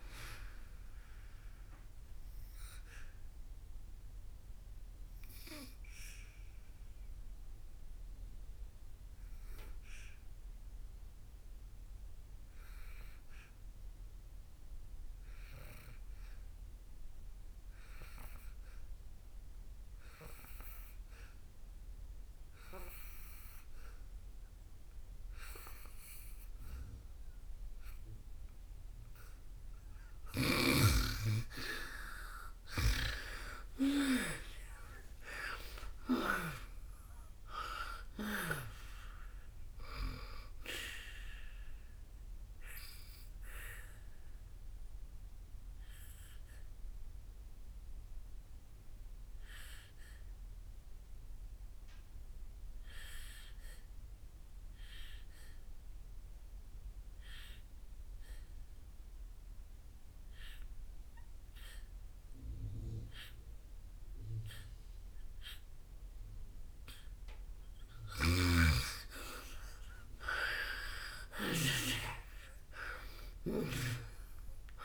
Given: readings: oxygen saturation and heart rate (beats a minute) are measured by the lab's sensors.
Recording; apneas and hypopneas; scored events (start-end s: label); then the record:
breathing in sleep by a room microphone; 2
0.00-22.00 s: oxygen desaturation (device-marked, oxygen 84% lowest, heart rate 54 extreme)
6.50-29.50 s: mixed apnea (oxygen 98% before, 84% lowest, heart rate 83 before, 54 extreme, up 5 after)
33.00-38.00 s: arousal
34.00-63.00 s: oxygen desaturation (device-marked, oxygen 98% before, 84% lowest, heart rate 61 before, 55 extreme)
43.00-67.50 s: obstructive apnea (oxygen 98% before, 83% lowest, heart rate 62 before, 55 extreme, up 11 after)
68.00-74.85 s: oxygen desaturation (device-marked, oxygen 98% before, 83% lowest, heart rate 59 before, 57 extreme)
68.50-74.85 s: snoring (device-marked)
69.50-74.00 s: arousal
From the record:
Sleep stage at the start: N2 (light sleep); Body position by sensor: on the back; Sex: female